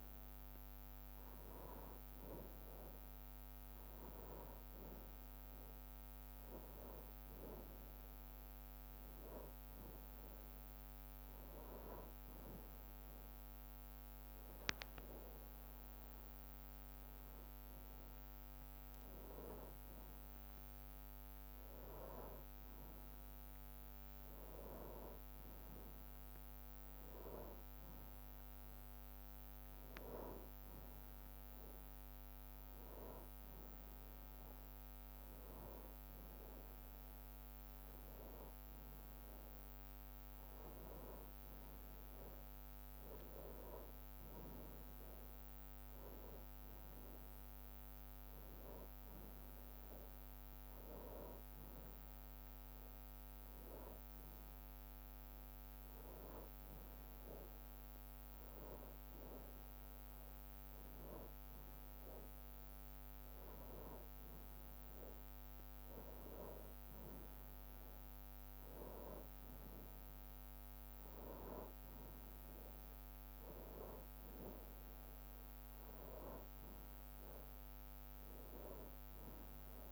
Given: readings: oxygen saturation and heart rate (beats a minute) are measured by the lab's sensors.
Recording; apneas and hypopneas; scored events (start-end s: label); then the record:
breathing in sleep by a microphone on the trachea; none
0.00-1.00 s: long interval between heartbeats (device-marked, heart rate 68 extreme)
15.50-17.50 s: long interval between heartbeats (device-marked, heart rate 66 before, 89 extreme)
53.00-64.00 s: drop in pulse transit time (device-marked, heart rate 62 before, 62 extreme)
From the record:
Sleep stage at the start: N2 (light sleep); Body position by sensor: on the back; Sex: male